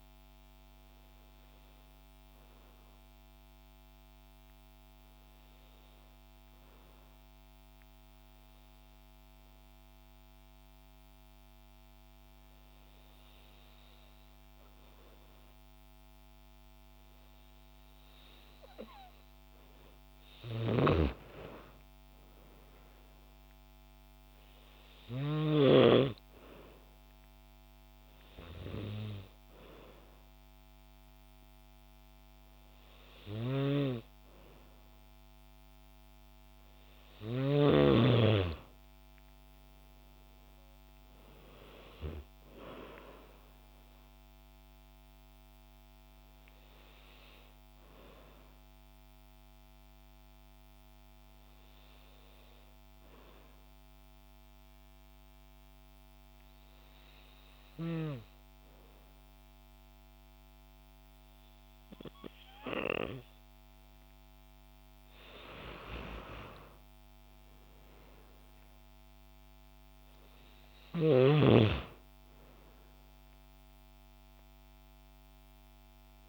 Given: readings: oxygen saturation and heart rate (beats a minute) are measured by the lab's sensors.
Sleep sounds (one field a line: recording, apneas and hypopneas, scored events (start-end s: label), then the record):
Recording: breathing in sleep by a microphone on the trachea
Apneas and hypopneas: 2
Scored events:
0.00-8.00 s: oxygen desaturation (device-marked, oxygen 91% lowest, heart rate 66 extreme)
2.00-18.00 s: hypopnea (oxygen 96% before, 91% lowest, heart rate 85 before, 67 extreme, up 35 after)
21.00-25.00 s: arousal
21.00-46.00 s: oxygen desaturation (device-marked, oxygen 97% before, 92% lowest, heart rate 108 before, 54 extreme)
51.50-64.00 s: hypopnea (oxygen 95% before, 92% lowest, heart rate 97 before, 54 extreme, up 26 after)
66.50-71.00 s: arousal
From the record:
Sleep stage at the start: N2 (light sleep)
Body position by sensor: on the back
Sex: female